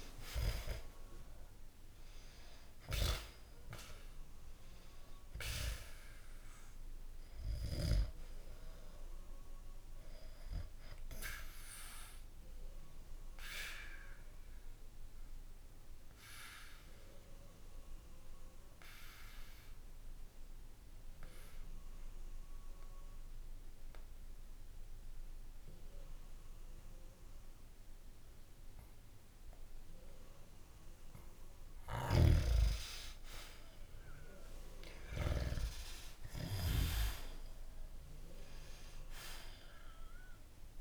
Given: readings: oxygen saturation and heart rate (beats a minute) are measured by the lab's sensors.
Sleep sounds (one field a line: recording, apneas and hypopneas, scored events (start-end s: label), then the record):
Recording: breathing in sleep by a room microphone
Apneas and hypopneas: 1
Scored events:
0.00-1.50 s: arousal
7.50-23.50 s: oxygen desaturation (device-marked, oxygen 98% before, 93% lowest, heart rate 65 before, 63 extreme)
13.50-31.00 s: obstructive apnea (oxygen 98% before, 91% lowest, heart rate 64 before, 63 extreme, up 0 after)
32.00-35.50 s: snoring (device-marked)
33.50-38.00 s: arousal
39.50-40.81 s: oxygen desaturation (device-marked, oxygen 97% before, 91% lowest, heart rate 65 before, 63 extreme)
From the record:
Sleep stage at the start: N2 (light sleep)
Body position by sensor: on the back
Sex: male